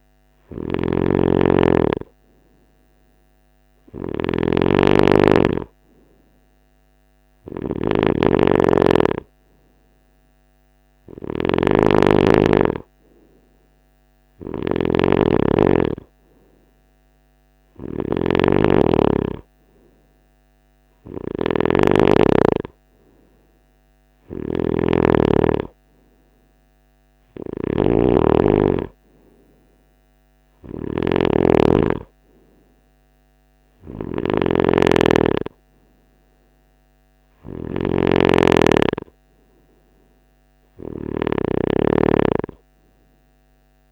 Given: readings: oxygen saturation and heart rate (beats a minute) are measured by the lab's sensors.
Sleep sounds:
breathing in sleep by a microphone on the trachea; none
0.00-43.92 s: snoring (device-marked)
From the record:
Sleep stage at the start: N3 (deep sleep); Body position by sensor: on the right side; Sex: male

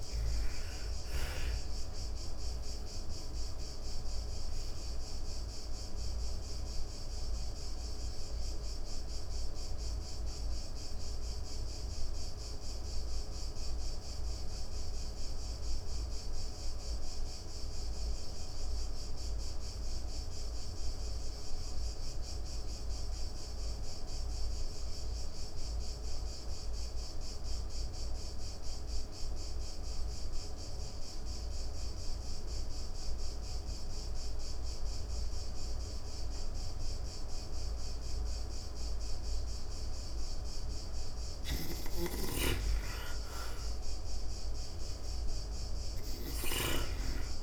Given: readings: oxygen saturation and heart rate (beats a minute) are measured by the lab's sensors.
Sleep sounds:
breathing in sleep, hard to hear, by a room microphone; 1
0.00-20.00 s: oxygen desaturation (device-marked, oxygen 73% lowest, heart rate 87 extreme)
3.00-39.00 s: obstructive apnea (oxygen 98% before, 73% lowest, heart rate 119 before, 92 extreme, up 36 after)
34.00-47.43 s: oxygen desaturation (device-marked, oxygen 99% before, 76% lowest, heart rate 127 before, 92 extreme)
40.00-47.43 s: snoring (device-marked)
42.00-46.50 s: arousal
From the record:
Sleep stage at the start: N2 (light sleep); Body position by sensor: on the back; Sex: female

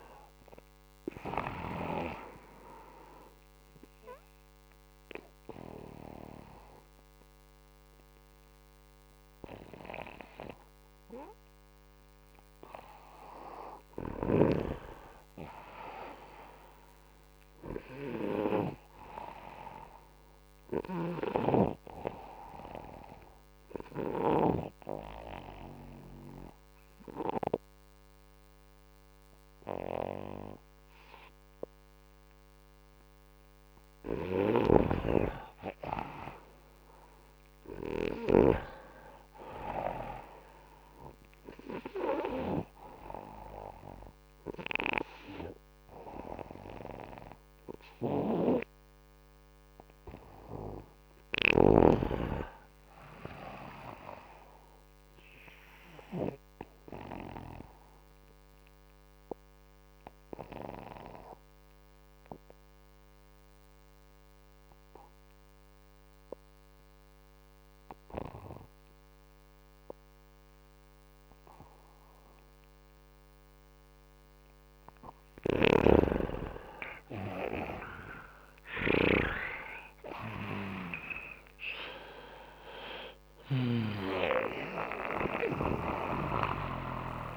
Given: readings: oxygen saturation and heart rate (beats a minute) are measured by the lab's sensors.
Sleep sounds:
breathing in sleep by a microphone on the trachea; 3
0.00-2.50 s: oxygen desaturation (device-marked, oxygen 92% lowest, heart rate 65 extreme)
3.50-14.00 s: hypopnea (oxygen 96% before, 92% lowest, heart rate 79 before, 64 extreme, up 5 after)
15.50-19.00 s: arousal
24.00-34.50 s: obstructive apnea (oxygen 97% before, 89% lowest, heart rate 69 before, 64 extreme, up 34 after)
35.50-39.50 s: arousal
43.50-67.50 s: oxygen desaturation (device-marked, oxygen 97% before, 93% lowest, heart rate 76 before, 57 extreme)
57.00-74.50 s: obstructive apnea (oxygen 98% before, 87% lowest, heart rate 79 before, 57 extreme, up 8 after)
75.50-79.50 s: arousal
77.50-87.37 s: oxygen desaturation (device-marked, oxygen 97% before, 87% lowest, heart rate 66 before, 57 extreme)
From the record:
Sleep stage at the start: N2 (light sleep); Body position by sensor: upright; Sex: male

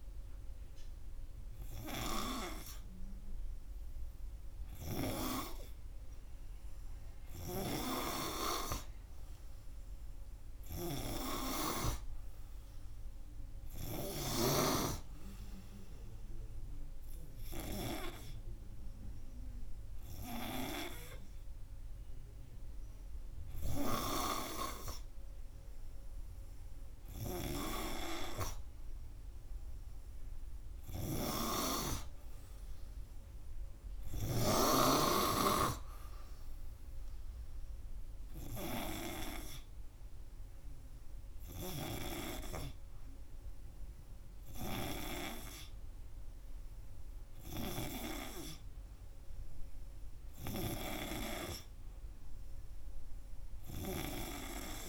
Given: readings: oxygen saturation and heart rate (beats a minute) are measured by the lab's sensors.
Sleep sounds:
breathing in sleep by a room microphone; none
none scored
From the record:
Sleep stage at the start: N3 (deep sleep); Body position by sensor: on the front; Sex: male

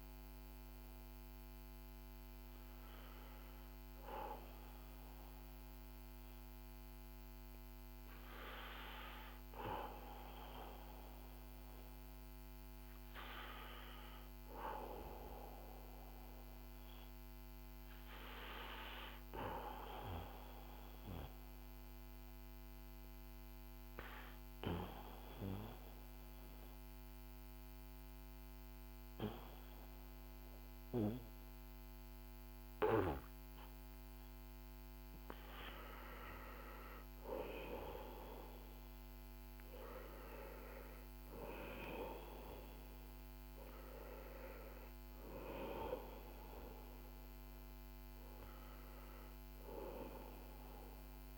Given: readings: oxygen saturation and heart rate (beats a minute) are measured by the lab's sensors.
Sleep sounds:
breathing in sleep by a microphone on the trachea; 1
20.00-33.00 s: obstructive apnea (oxygen 96% before, 91% lowest, heart rate 56 before, 53 extreme, up 3 after)
35.00-38.00 s: arousal
From the record:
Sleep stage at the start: N2 (light sleep); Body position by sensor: on the back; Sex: male

